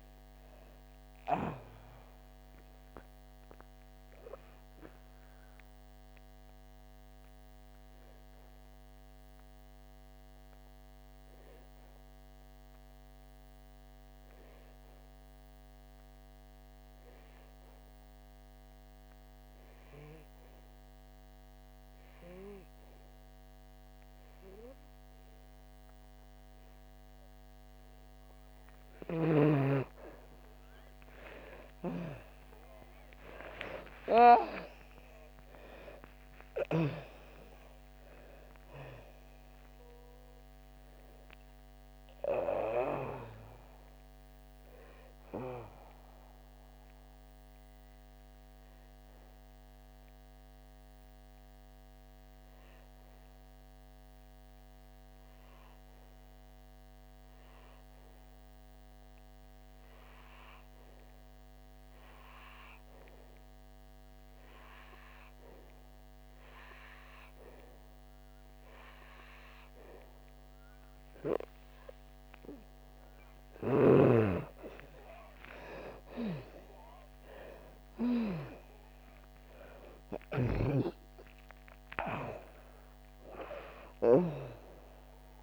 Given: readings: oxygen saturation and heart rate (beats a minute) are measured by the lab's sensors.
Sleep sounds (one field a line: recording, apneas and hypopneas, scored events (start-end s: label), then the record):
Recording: breathing in sleep by a microphone on the trachea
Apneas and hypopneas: 2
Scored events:
0.00-24.50 s: oxygen desaturation (device-marked, oxygen 84% lowest, heart rate 54 extreme)
7.50-29.50 s: obstructive apnea (oxygen 98% before, 84% lowest, heart rate 71 before, 54 extreme, up 13 after)
30.50-60.50 s: oxygen desaturation (device-marked, oxygen 98% before, 88% lowest, heart rate 59 before, 57 extreme)
31.50-38.00 s: arousal
43.50-73.00 s: obstructive apnea (oxygen 98% before, 85% lowest, heart rate 68 before, 57 extreme, up 8 after)
68.50-85.43 s: oxygen desaturation (device-marked, oxygen 98% before, 86% lowest, heart rate 61 before, 63 extreme)
76.50-82.00 s: arousal
From the record:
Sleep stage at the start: N2 (light sleep)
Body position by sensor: on the back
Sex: female